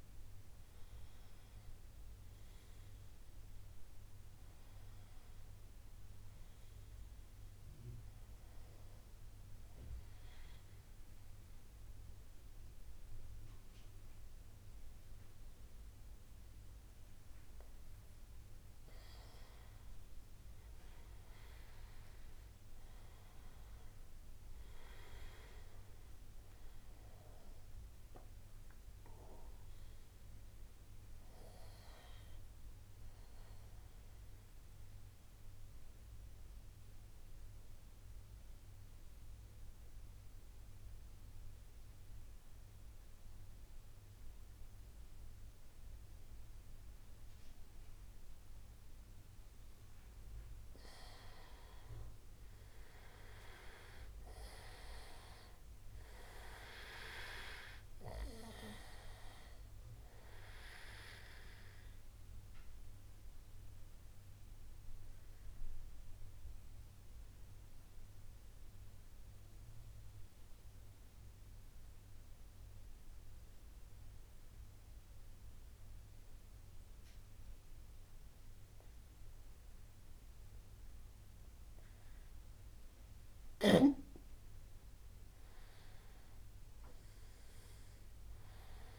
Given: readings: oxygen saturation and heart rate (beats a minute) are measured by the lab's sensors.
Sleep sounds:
breathing in sleep by a room microphone; 3
7.50-18.50 s: obstructive apnea (oxygen 97% before, 92% lowest, heart rate 81 before, 47 extreme, up 38 after)
23.00-27.50 s: arousal
34.00-49.00 s: obstructive apnea (oxygen 97% before, 92% lowest, heart rate 60 before, 48 extreme, up 1 after)
51.50-56.00 s: arousal
57.50-76.50 s: oxygen desaturation (device-marked, oxygen 96% before, 92% lowest, heart rate 63 before, 52 extreme)
62.00-82.00 s: obstructive apnea (oxygen 96% before, 91% lowest, heart rate 61 before, 58 extreme, up 6 after)
85.50-88.99 s: arousal
From the record:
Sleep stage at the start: N2 (light sleep); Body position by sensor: on the right side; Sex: male

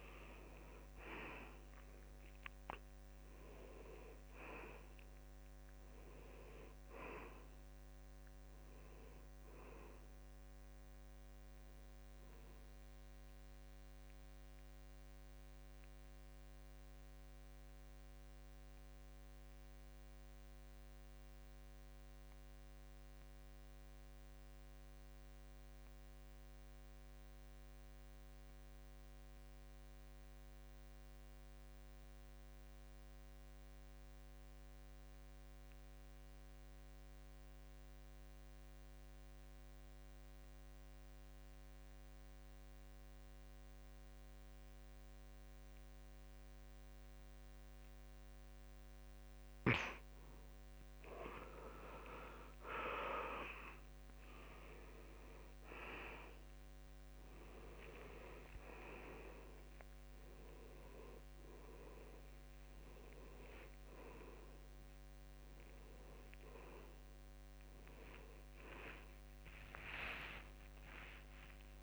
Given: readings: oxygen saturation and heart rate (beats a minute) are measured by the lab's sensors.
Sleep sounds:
breathing in sleep by a microphone on the trachea; 1
0.00-4.50 s: arousal
0.00-26.00 s: oxygen desaturation (device-marked, oxygen 79% lowest, heart rate 66 extreme)
13.00-49.50 s: mixed apnea (oxygen 90% before, 79% lowest, heart rate 76 before, 66 extreme, up 7 after)
37.00-71.82 s: oxygen desaturation (device-marked, oxygen 98% before, 80% lowest, heart rate 68 before, 68 extreme)
53.00-56.50 s: arousal
From the record:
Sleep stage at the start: N2 (light sleep); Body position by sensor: on the back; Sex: male

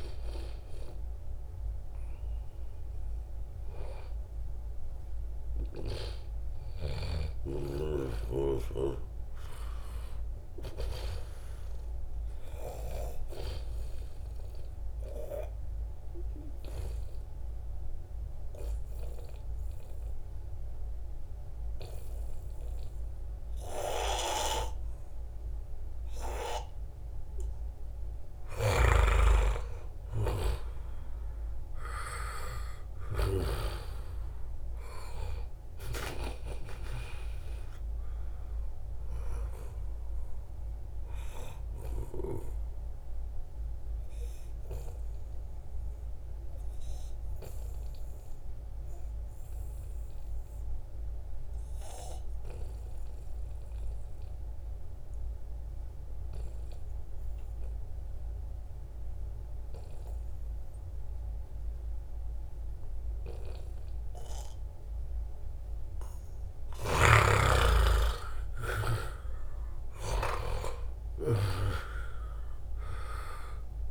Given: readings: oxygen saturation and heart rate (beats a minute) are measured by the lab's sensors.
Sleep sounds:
breathing in sleep by a room microphone; 2
0.50-6.00 s: arousal
15.00-27.50 s: obstructive apnea (oxygen 95% before, 88% lowest, heart rate 88 before, 79 extreme, up 3 after)
28.50-33.50 s: snoring (device-marked)
29.50-34.00 s: arousal
33.00-51.00 s: oxygen desaturation (device-marked, oxygen 93% before, 89% lowest, heart rate 81 before, 73 extreme)
43.50-66.50 s: obstructive apnea (oxygen 95% before, 88% lowest, heart rate 82 before, 73 extreme, up 7 after)
63.00-73.91 s: oxygen desaturation (device-marked, oxygen 96% before, 88% lowest, heart rate 79 before, 73 extreme)
68.00-72.00 s: arousal
From the record:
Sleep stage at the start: N2 (light sleep); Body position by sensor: on the back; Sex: male

